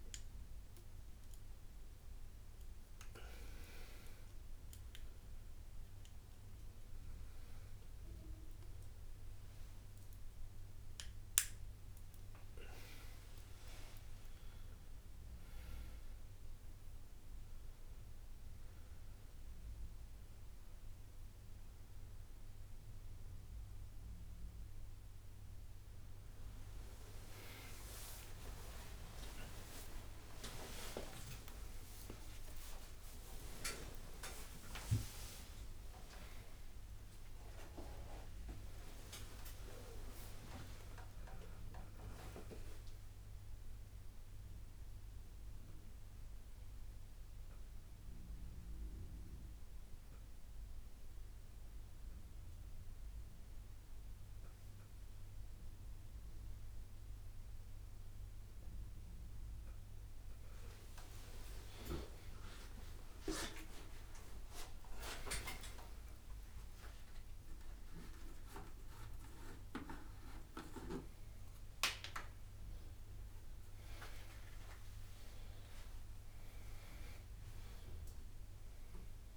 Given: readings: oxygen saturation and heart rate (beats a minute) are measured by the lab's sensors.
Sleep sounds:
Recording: a person awake in a sleep study, by a room microphone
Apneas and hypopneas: none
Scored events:
13.00-18.00 s: drop in pulse transit time (device-marked, heart rate 67 before, 62 extreme)
23.00-25.00 s: long interval between heartbeats (device-marked, heart rate 66 before, 68 extreme)
27.00-30.00 s: drop in pulse transit time (device-marked, heart rate 66 before, 69 extreme)
30.00-32.00 s: long interval between heartbeats (device-marked, heart rate 67 before, 82 extreme)
39.00-43.00 s: tachycardia (device-marked, heart rate 67 before, 101 extreme)
40.50-42.50 s: long interval between heartbeats (device-marked, heart rate 76 before, 98 extreme)
49.00-69.00 s: drop in pulse transit time (device-marked, heart rate 88 before, 83 extreme)
70.00-76.00 s: tachycardia (device-marked, heart rate 68 before, 111 extreme)
71.50-73.50 s: long interval between heartbeats (device-marked, heart rate 85 before, 96 extreme)
From the record:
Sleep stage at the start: awake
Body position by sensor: upright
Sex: male

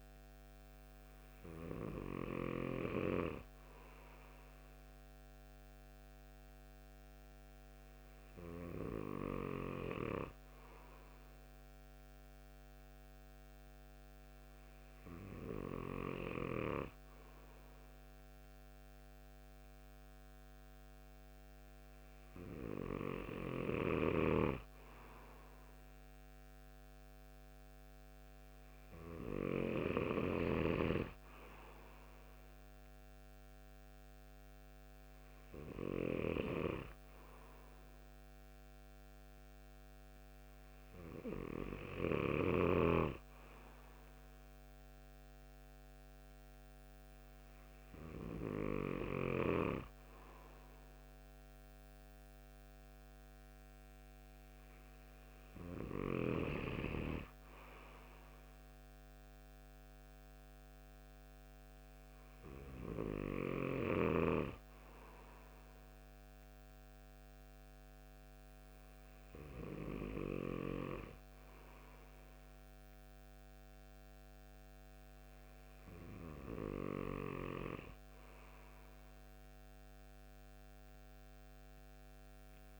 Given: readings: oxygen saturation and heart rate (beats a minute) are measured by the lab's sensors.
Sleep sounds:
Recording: breathing in sleep by a microphone on the trachea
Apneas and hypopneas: none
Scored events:
none scored
From the record:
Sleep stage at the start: N2 (light sleep)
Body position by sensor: on the right side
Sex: male

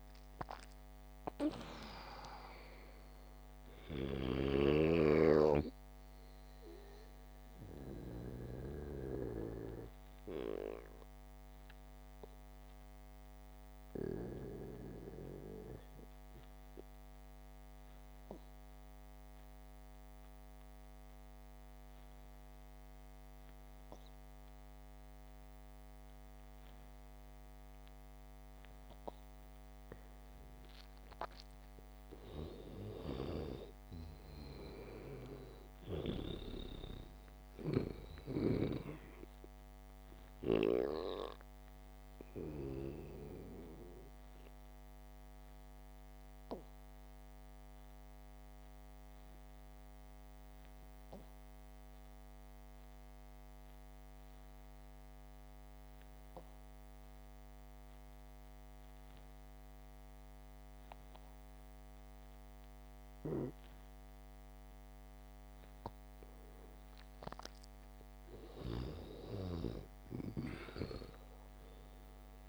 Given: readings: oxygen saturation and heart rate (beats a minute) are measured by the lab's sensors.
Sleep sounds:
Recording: breathing in sleep by a microphone on the trachea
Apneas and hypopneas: 2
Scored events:
0.00-3.50 s: oxygen desaturation (device-marked, oxygen 94% lowest, heart rate 70 extreme)
12.00-31.00 s: obstructive apnea (oxygen 98% before, 91% lowest, heart rate 78 before, 68 extreme, up 4 after)
30.50-57.50 s: oxygen desaturation (device-marked, oxygen 98% before, 92% lowest, heart rate 71 before, 66 extreme)
32.00-36.50 s: arousal
34.00-38.50 s: snoring (device-marked)
46.50-66.50 s: obstructive apnea (oxygen 98% before, 91% lowest, heart rate 72 before, 66 extreme, up 4 after)
67.50-71.00 s: arousal
68.50-72.48 s: oxygen desaturation (device-marked, oxygen 98% before, 91% lowest, heart rate 70 before, 67 extreme)
69.00-72.48 s: snoring (device-marked)
From the record:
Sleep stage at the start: N2 (light sleep)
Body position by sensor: on the back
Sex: male

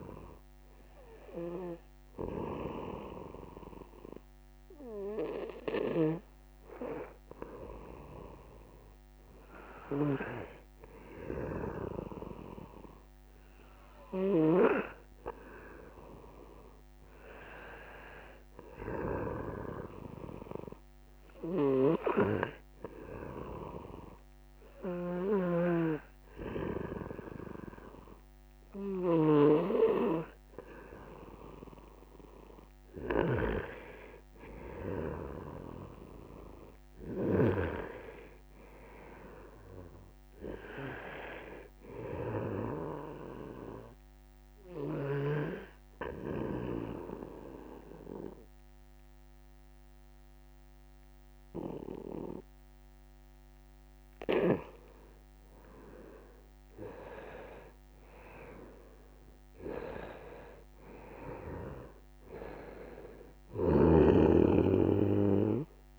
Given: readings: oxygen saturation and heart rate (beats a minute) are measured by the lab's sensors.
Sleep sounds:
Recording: breathing in sleep by a microphone on the trachea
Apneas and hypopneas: 2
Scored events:
0.00-13.50 s: oxygen desaturation (device-marked, oxygen 88% lowest, heart rate 96 extreme)
16.00-19.00 s: arousal
20.50-27.50 s: oxygen desaturation (device-marked, oxygen 95% before, 92% lowest, heart rate 152 before, 109 extreme)
22.50-33.00 s: obstructive apnea (oxygen 95% before, 88% lowest, heart rate 148 before, 109 extreme)
25.00-29.50 s: snoring (device-marked)
37.00-40.00 s: arousal
42.50-54.50 s: oxygen desaturation (device-marked, oxygen 93% before, 90% lowest, heart rate 134 before, 96 extreme)
43.00-55.00 s: obstructive apnea (oxygen 95% before, 87% lowest, heart rate 134 before, 96 extreme, up 30 after)
57.00-60.50 s: arousal
62.50-65.99 s: oxygen desaturation (device-marked, oxygen 95% before, 88% lowest, heart rate 162 before, 38 extreme)
From the record:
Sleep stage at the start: N2 (light sleep)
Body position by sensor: on the right side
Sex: male

